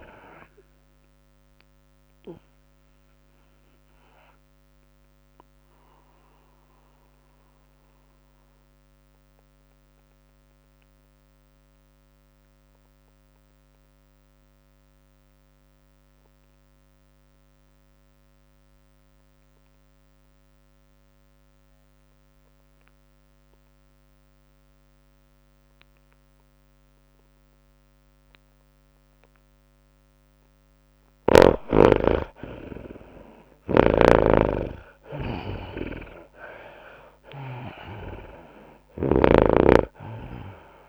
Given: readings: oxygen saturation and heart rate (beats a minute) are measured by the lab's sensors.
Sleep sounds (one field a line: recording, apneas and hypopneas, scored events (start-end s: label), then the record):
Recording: breathing in sleep by a microphone on the trachea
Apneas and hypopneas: 1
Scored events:
0.00-11.50 s: drop in pulse transit time (device-marked, heart rate 106 extreme)
0.00-17.50 s: oxygen desaturation (device-marked, oxygen 79% lowest, heart rate 99 extreme)
0.00-25.50 s: tachycardia (device-marked, heart rate 110 extreme)
3.00-28.50 s: mixed apnea (oxygen 100% before, 79% lowest, heart rate 103 before, 100 extreme, up 2 after)
28.50-40.89 s: oxygen desaturation (device-marked, oxygen 100% before, 81% lowest, heart rate 104 before, 101 extreme)
30.50-40.89 s: tachycardia (device-marked, heart rate 104 before, 110 extreme)
31.00-33.50 s: arousal
34.00-40.89 s: snoring (device-marked)
36.50-40.89 s: drop in pulse transit time (device-marked, heart rate 101 before, 104 extreme)
From the record:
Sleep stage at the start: N2 (light sleep)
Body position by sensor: on the back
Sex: female